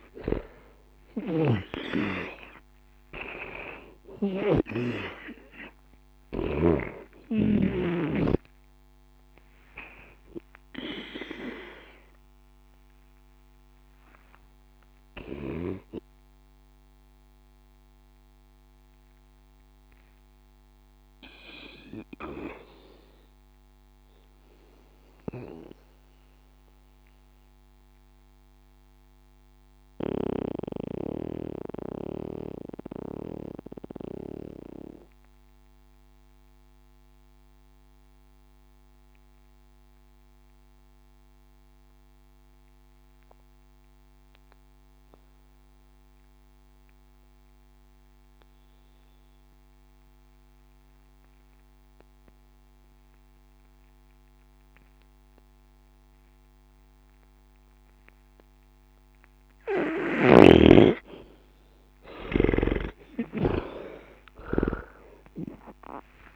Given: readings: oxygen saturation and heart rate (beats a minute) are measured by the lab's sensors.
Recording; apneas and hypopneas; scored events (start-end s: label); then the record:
breathing in sleep by a microphone on the trachea; 1
0.00-6.50 s: snoring (device-marked)
0.00-35.50 s: oxygen desaturation (device-marked, oxygen 75% lowest, heart rate 60 extreme)
16.50-60.50 s: obstructive apnea (oxygen 93% before, 75% lowest, heart rate 124 before, 60 extreme)
56.50-66.36 s: oxygen desaturation (device-marked, oxygen 98% before, 79% lowest, heart rate 60 before, 60 extreme)
63.50-66.36 s: arousal
From the record:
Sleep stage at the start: N2 (light sleep); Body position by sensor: on the back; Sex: male